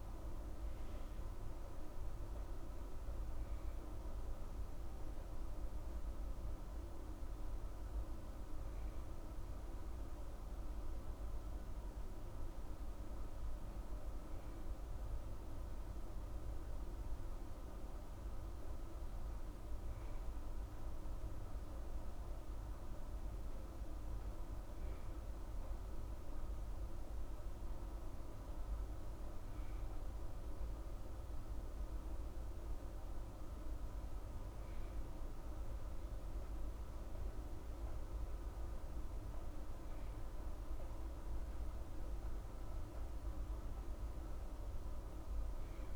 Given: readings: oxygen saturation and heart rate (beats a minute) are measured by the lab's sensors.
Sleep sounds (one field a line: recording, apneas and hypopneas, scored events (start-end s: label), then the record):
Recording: breathing in sleep, hard to hear, by a room microphone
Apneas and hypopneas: none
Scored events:
none scored
From the record:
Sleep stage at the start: N2 (light sleep)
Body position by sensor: on the right side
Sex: female